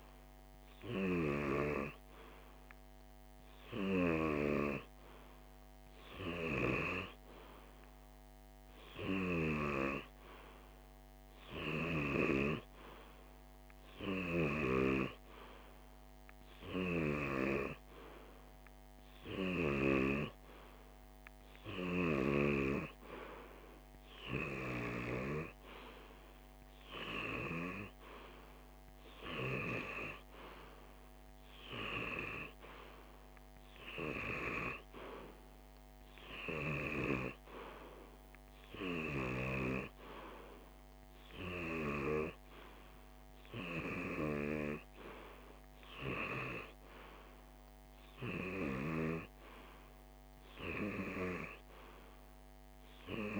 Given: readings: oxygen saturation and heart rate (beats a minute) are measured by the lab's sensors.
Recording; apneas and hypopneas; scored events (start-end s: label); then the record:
breathing in sleep by a microphone on the trachea; none
25.00-53.40 s: new sleep stage, REM sleep
From the record:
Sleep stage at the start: N2 (light sleep); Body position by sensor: on the left side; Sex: male